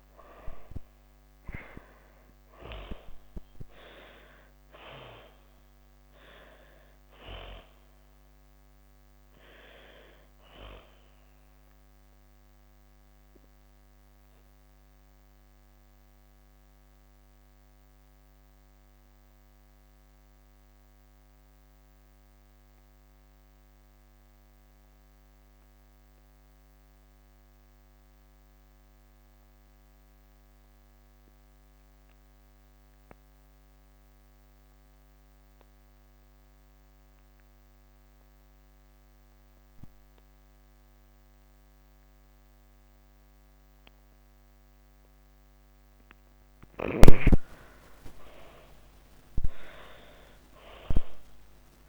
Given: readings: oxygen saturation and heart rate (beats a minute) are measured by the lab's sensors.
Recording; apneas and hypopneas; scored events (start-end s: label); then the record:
breathing in sleep by a microphone on the trachea; 1
0.00-2.50 s: arousal
0.00-25.50 s: oxygen desaturation (device-marked, oxygen 81% lowest)
11.50-44.50 s: obstructive apnea (oxygen 98% before, 81% lowest)
36.50-51.89 s: oxygen desaturation (device-marked, oxygen 99% before, 82% lowest)
46.00-51.00 s: arousal
From the record:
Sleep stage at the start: N2 (light sleep); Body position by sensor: on the back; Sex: female